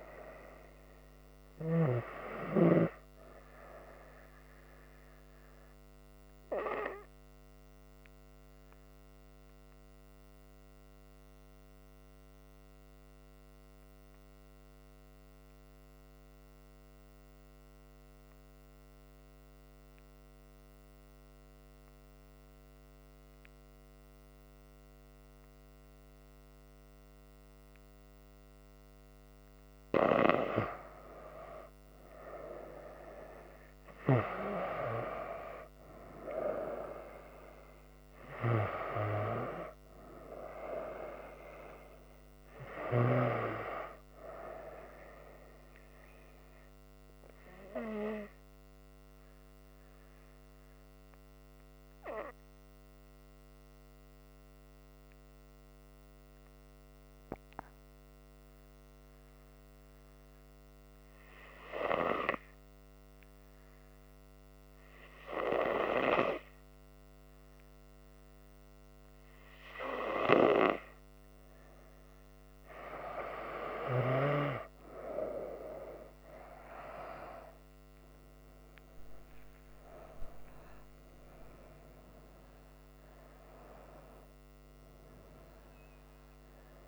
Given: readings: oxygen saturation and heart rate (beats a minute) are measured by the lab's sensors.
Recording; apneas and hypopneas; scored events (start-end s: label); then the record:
breathing in sleep by a microphone on the trachea; 2
8.00-30.00 s: obstructive apnea (oxygen 99% before, 94% lowest, heart rate 70 before, 64 extreme, up 7 after)
15.50-30.50 s: oxygen desaturation (device-marked, oxygen 98% before, 94% lowest, heart rate 68 before, 64 extreme)
31.50-34.50 s: arousal
49.50-72.00 s: hypopnea (oxygen 98% before, 94% lowest, heart rate 70 before, 65 extreme, up 7 after)
58.50-67.50 s: oxygen desaturation (device-marked, oxygen 98% before, 94% lowest, heart rate 67 before, 66 extreme)
77.00-81.50 s: arousal
From the record:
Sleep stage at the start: N2 (light sleep); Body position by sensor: on the front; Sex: female